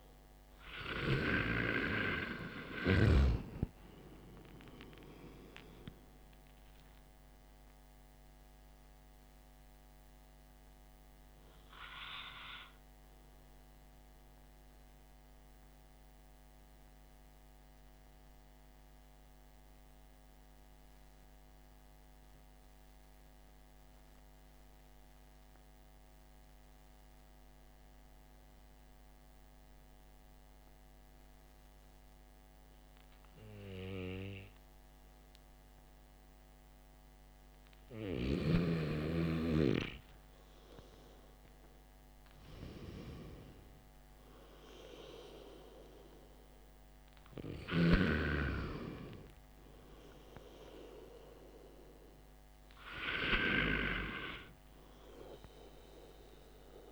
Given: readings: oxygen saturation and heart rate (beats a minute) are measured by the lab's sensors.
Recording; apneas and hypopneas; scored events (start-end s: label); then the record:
breathing in sleep by a microphone on the trachea; 1
15.50-34.50 s: central apnea (oxygen 97% before, 94% lowest, heart rate 55 before, 46 extreme, up 3 after)
42.50-46.00 s: arousal
From the record:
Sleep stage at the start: N2 (light sleep); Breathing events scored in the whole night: 252 in 4.3 hours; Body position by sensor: on the back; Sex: male